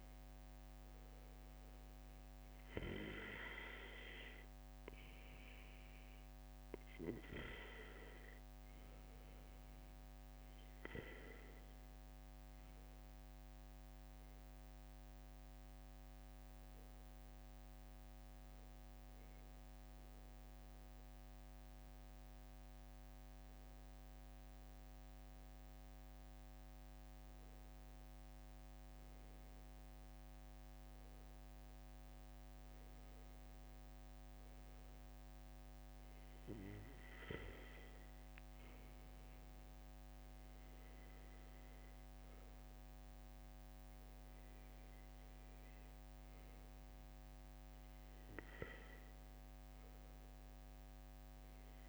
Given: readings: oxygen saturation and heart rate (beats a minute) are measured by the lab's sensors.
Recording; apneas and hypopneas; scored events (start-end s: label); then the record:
breathing in sleep by a microphone on the trachea; none
none scored
From the record:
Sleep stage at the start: N2 (light sleep); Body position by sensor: on the back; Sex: male